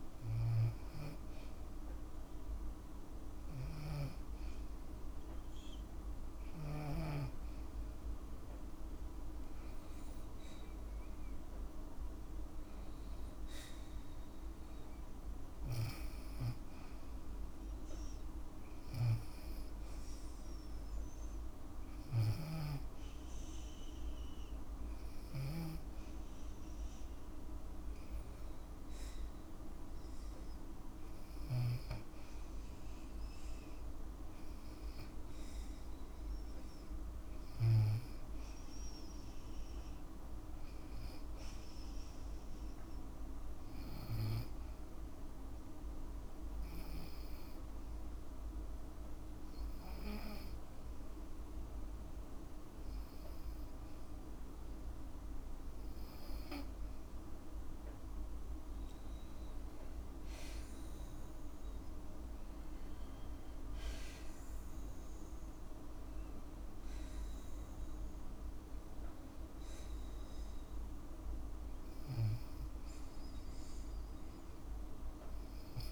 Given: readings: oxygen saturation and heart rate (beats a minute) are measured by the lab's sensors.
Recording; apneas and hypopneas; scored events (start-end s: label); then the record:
breathing in sleep, hard to hear, by a room microphone; 1
45.50-57.00 s: hypopnea (oxygen 97% before, 93% lowest, heart rate 54 before, 52 extreme, up 3 after)
59.50-63.50 s: arousal
From the record:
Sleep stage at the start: N2 (light sleep); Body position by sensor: on the back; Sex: female